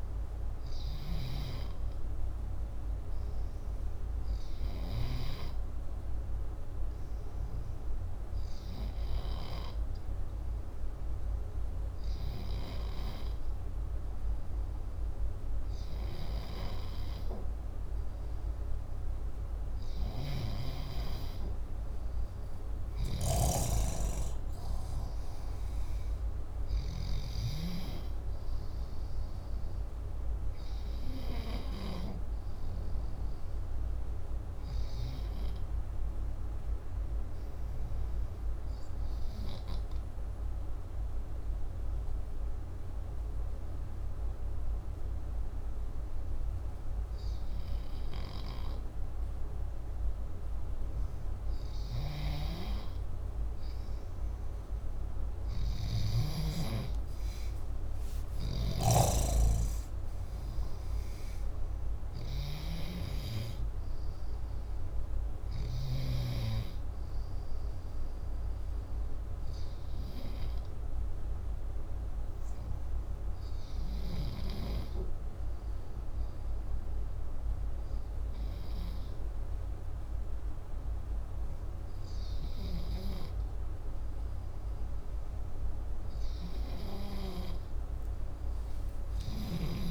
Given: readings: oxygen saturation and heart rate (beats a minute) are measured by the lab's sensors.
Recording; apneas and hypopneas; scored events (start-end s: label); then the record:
breathing in sleep by a room microphone; 2
22.00-27.00 s: snoring (device-marked)
22.50-27.00 s: arousal
39.00-50.50 s: obstructive apnea (oxygen 95% before, 93% lowest, heart rate 62 before, 58 extreme, up 2 after)
56.00-60.50 s: arousal
69.50-83.50 s: hypopnea (oxygen 98% before, 94% lowest, heart rate 63 before, 59 extreme, up 5 after)
From the record:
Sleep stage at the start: N2 (light sleep); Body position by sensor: upright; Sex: male